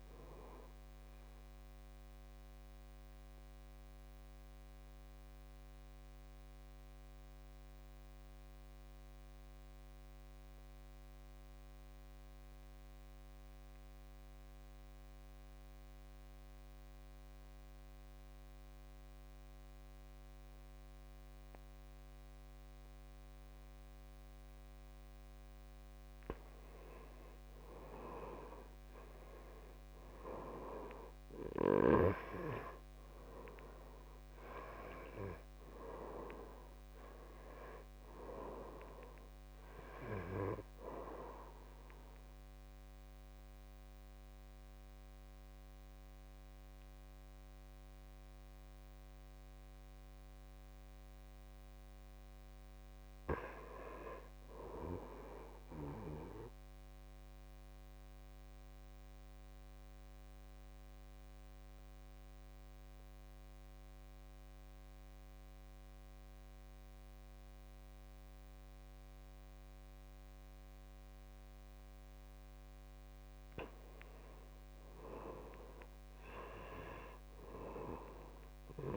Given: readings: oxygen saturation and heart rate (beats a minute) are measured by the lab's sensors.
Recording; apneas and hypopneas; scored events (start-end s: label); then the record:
breathing in sleep by a microphone on the trachea; 2
0.00-3.00 s: oxygen desaturation (device-marked, oxygen 86% lowest, heart rate 54 extreme)
1.50-24.50 s: obstructive apnea (oxygen 94% before, 83% lowest, heart rate 64 before, 54 extreme, up 10 after)
17.00-47.00 s: oxygen desaturation (device-marked, oxygen 97% before, 83% lowest, heart rate 59 before, 53 extreme)
27.00-31.00 s: arousal
51.00-54.50 s: arousal
56.50-71.50 s: obstructive apnea (oxygen 97% before, 86% lowest, heart rate 58 before, 56 extreme, up 11 after)
61.00-78.97 s: oxygen desaturation (device-marked, oxygen 97% before, 86% lowest, heart rate 57 before, 54 extreme)
74.00-77.50 s: arousal
From the record:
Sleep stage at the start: N2 (light sleep); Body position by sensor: on the back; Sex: male